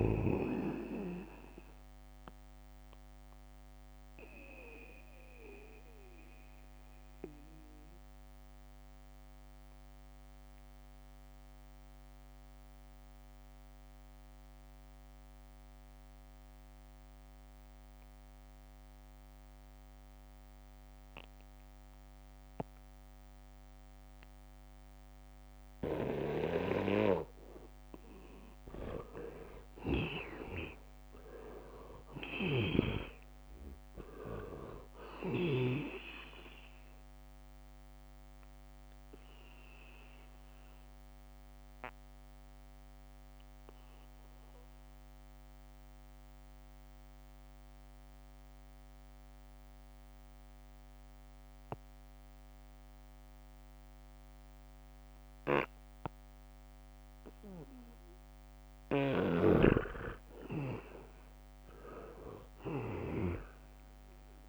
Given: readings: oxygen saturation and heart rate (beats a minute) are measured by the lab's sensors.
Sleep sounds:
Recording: breathing in sleep by a microphone on the trachea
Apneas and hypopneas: 2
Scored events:
0.00-23.00 s: oxygen desaturation (device-marked, oxygen 83% lowest, heart rate 75 extreme)
5.00-28.50 s: mixed apnea (oxygen 98% before, 83% lowest, heart rate 77 before, 75 extreme, up 2 after)
25.00-51.00 s: oxygen desaturation (device-marked, oxygen 99% before, 83% lowest, heart rate 76 before, 76 extreme)
30.50-34.00 s: arousal
40.00-58.00 s: obstructive apnea (oxygen 99% before, 83% lowest, heart rate 77 before, 76 extreme, up 0 after)
56.00-64.49 s: oxygen desaturation (device-marked, oxygen 99% before, 83% lowest, heart rate 79 before, 74 extreme)
59.50-64.49 s: snoring (device-marked)
61.00-64.49 s: arousal
From the record:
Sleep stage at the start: N2 (light sleep)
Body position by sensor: on the back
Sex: male

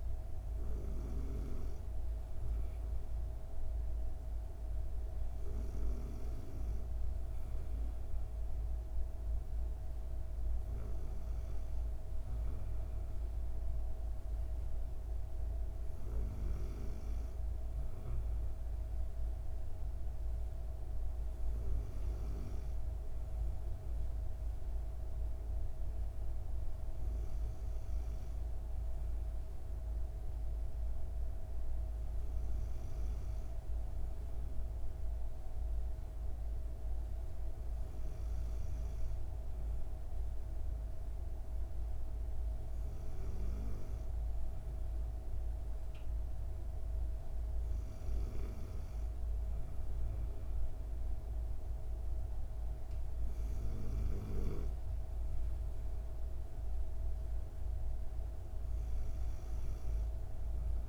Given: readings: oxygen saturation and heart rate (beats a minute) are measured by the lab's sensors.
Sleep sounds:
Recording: breathing in sleep by a room microphone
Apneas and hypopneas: none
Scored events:
none scored
From the record:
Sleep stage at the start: N2 (light sleep)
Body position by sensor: on the back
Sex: female

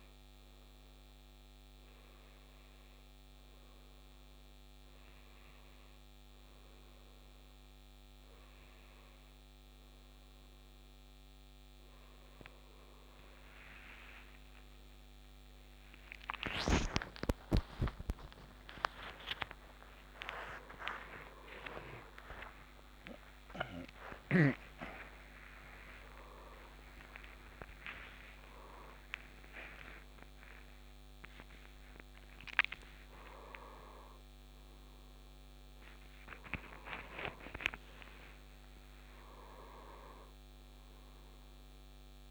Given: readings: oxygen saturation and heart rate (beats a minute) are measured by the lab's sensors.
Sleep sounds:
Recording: a person awake in a sleep study, by a microphone on the trachea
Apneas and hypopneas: none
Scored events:
5.00-42.31 s: new sleep stage, awake
25.00-30.00 s: oxygen desaturation (device-marked, oxygen 93% before, 90% lowest, heart rate 94 before, 72 extreme)
From the record:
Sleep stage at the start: N2 (light sleep)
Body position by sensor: on the right side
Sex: male

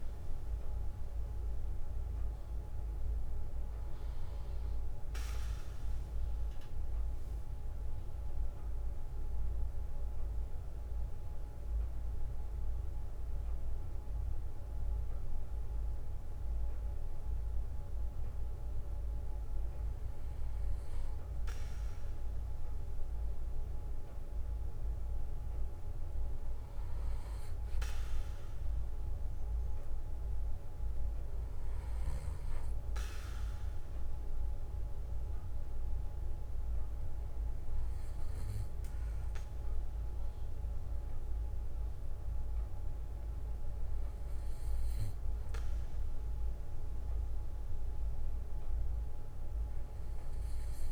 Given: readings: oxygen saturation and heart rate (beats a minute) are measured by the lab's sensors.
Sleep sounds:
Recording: breathing in sleep, hard to hear, by a room microphone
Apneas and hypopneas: 1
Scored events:
1.00-20.00 s: oxygen desaturation (device-marked, oxygen 96% before, 90% lowest, heart rate 74 before, 60 extreme)
6.00-20.00 s: central apnea (oxygen 96% before, 90% lowest, heart rate 69 before, 60 extreme, up 11 after)
23.50-28.00 s: arousal
From the record:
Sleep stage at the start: REM sleep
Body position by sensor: on the back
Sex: male

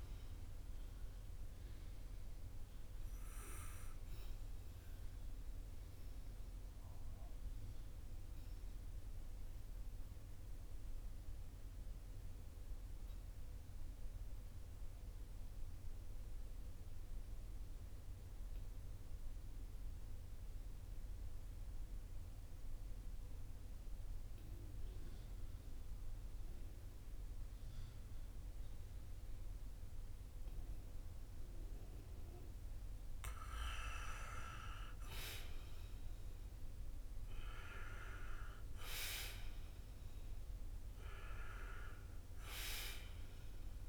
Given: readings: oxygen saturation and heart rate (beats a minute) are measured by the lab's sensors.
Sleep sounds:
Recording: breathing in sleep by a room microphone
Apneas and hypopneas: 1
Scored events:
3.50-33.50 s: obstructive apnea (oxygen 97% before, 90% lowest, heart rate 58 before, 48 extreme, up 4 after)
6.00-22.00 s: oxygen desaturation (device-marked, oxygen 94% before, 90% lowest, heart rate 57 before, 48 extreme)
37.50-43.00 s: arousal
From the record:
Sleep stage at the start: N2 (light sleep)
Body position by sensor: on the back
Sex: male

